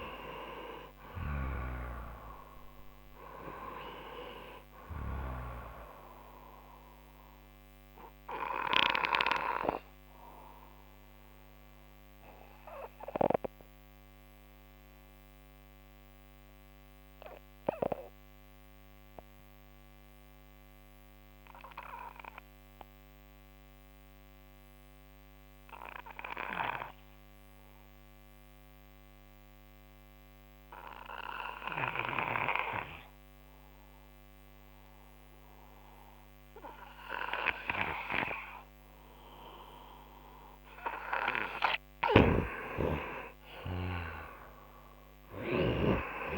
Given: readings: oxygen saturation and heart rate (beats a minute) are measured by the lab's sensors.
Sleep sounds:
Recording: breathing in sleep by a microphone on the trachea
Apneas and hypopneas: 1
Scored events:
0.00-23.50 s: oxygen desaturation (device-marked, oxygen 90% lowest)
6.00-40.50 s: obstructive apnea (oxygen 98% before, 90% lowest)
42.00-46.38 s: snoring (device-marked)
43.50-46.38 s: arousal
43.50-46.38 s: oxygen desaturation (device-marked, oxygen 97% before, 90% lowest)
From the record:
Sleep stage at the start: N2 (light sleep)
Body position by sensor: on the right side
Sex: male

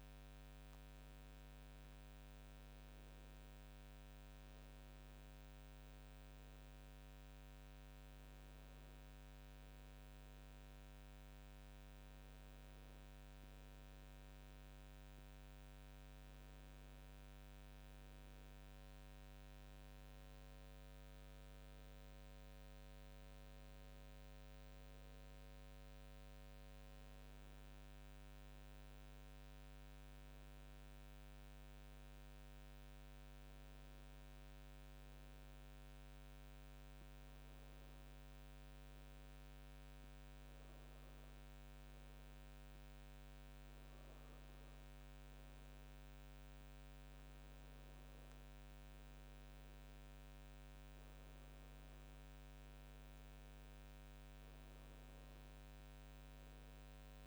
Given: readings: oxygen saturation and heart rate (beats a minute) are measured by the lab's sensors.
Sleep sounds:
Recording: breathing in sleep, hard to hear, by a microphone on the trachea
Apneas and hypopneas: none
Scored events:
none scored
From the record:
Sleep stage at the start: N2 (light sleep)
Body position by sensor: on the back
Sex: female

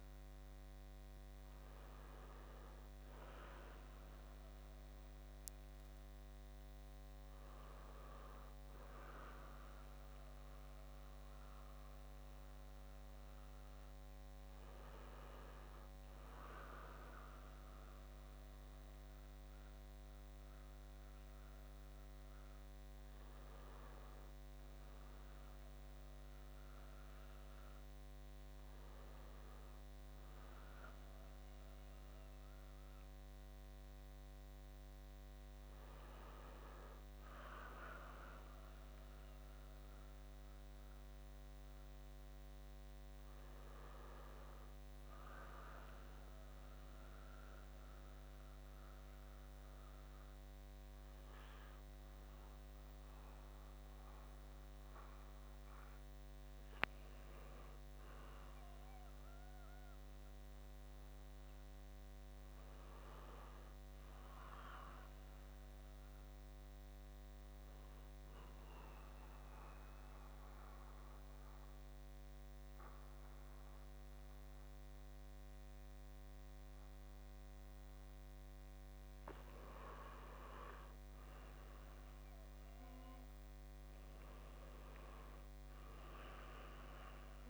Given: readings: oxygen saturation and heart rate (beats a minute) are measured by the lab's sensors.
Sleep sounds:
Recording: breathing in sleep by a microphone on the trachea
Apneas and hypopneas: 1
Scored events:
57.50-87.50 s: new sleep stage, N2 (light sleep)
59.00-63.00 s: arousal
68.00-80.00 s: central apnea (oxygen 98% before, 94% lowest, heart rate 69 before, 67 extreme, up 3 after)
83.00-87.00 s: arousal
From the record:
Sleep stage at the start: N1 (lightest sleep)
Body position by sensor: on the back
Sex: male

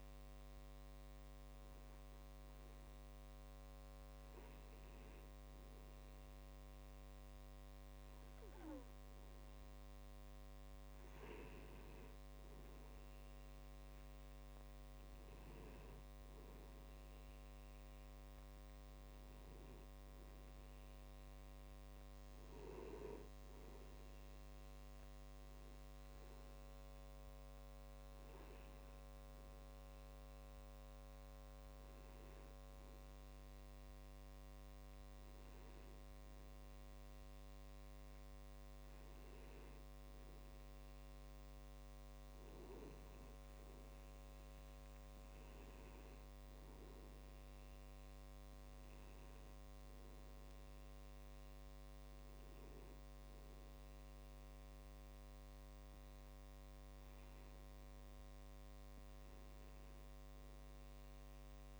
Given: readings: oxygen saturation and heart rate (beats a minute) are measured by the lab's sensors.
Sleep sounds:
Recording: breathing in sleep, hard to hear, by a microphone on the trachea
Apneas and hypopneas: none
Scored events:
none scored
From the record:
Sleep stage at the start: N2 (light sleep)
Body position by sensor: on the back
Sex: male

